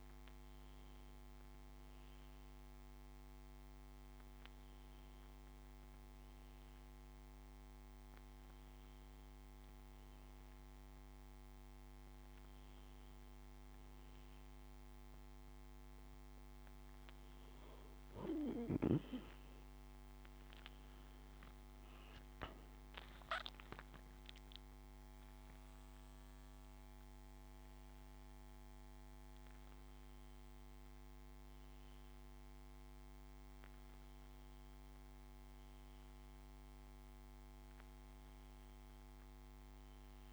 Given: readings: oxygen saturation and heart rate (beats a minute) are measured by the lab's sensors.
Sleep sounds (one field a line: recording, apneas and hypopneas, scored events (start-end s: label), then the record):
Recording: breathing in sleep, hard to hear, by a microphone on the trachea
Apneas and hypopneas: none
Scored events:
29.00-40.33 s: new sleep stage, N1 (lightest sleep)
From the record:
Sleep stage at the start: N2 (light sleep)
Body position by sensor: on the back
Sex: male